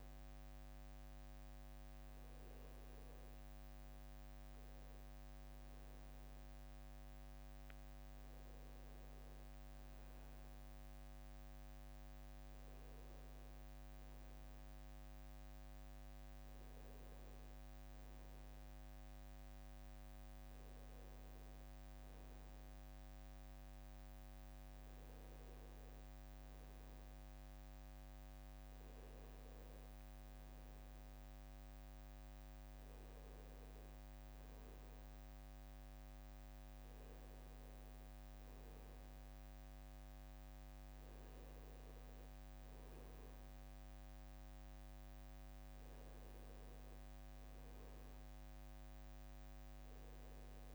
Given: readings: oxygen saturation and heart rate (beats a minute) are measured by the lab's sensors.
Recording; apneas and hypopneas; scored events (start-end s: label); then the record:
a person awake in a sleep study, hard to hear, by a microphone on the trachea; none
none scored
From the record:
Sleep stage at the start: awake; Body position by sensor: on the right side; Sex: male